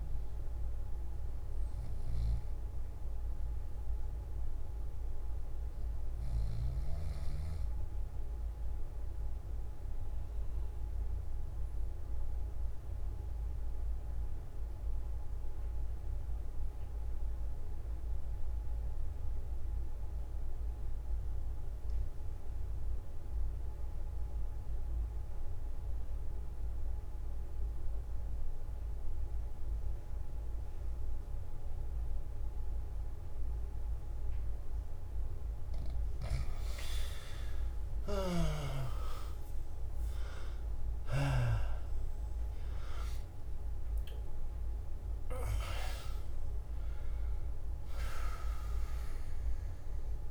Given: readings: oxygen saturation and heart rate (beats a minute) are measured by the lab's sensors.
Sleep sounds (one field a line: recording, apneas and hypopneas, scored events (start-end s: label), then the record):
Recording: breathing in sleep by a room microphone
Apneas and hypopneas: 1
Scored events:
9.50-35.50 s: obstructive apnea (oxygen 97% before, 89% lowest, heart rate 58 before, 48 extreme, up 21 after)
38.00-41.50 s: snoring (device-marked)
39.00-50.31 s: oxygen desaturation (device-marked, oxygen 97% before, 89% lowest, heart rate 50 before, 55 extreme)
From the record:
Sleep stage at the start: N1 (lightest sleep)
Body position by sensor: on the back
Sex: male